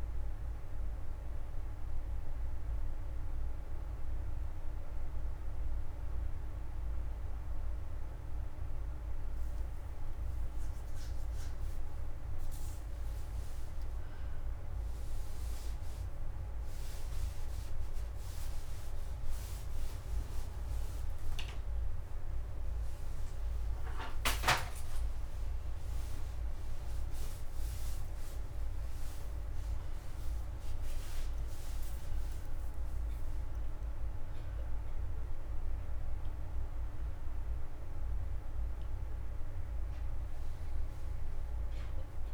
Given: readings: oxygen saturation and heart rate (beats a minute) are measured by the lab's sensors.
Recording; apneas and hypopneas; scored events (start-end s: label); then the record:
breathing in sleep, hard to hear, by a room microphone; none
0.00-2.00 s: oxygen desaturation (device-marked, oxygen 94% lowest)
16.00-25.00 s: oxygen desaturation (device-marked, oxygen 96% before, 91% lowest)
26.50-31.50 s: arousal
From the record:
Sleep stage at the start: N1 (lightest sleep); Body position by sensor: on the back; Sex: male